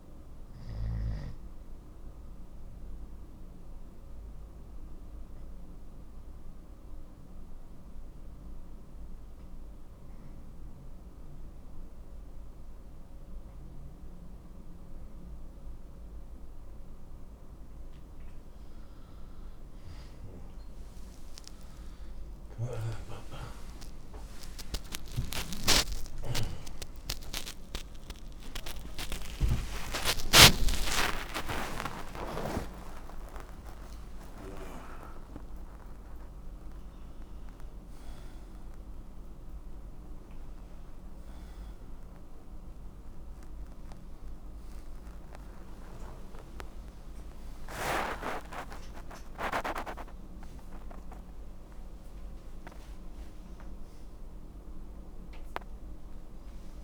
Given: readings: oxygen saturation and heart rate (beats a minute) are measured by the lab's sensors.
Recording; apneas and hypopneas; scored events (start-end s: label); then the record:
a person awake in a sleep study, by a room microphone; 1
0.00-14.00 s: oxygen desaturation (device-marked, oxygen 91% lowest, heart rate 59 extreme)
2.00-17.50 s: obstructive apnea (oxygen 95% before, 91% lowest, heart rate 68 before, 59 extreme)
16.00-56.84 s: new sleep stage, awake
From the record:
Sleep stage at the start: N2 (light sleep); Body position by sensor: on the back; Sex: male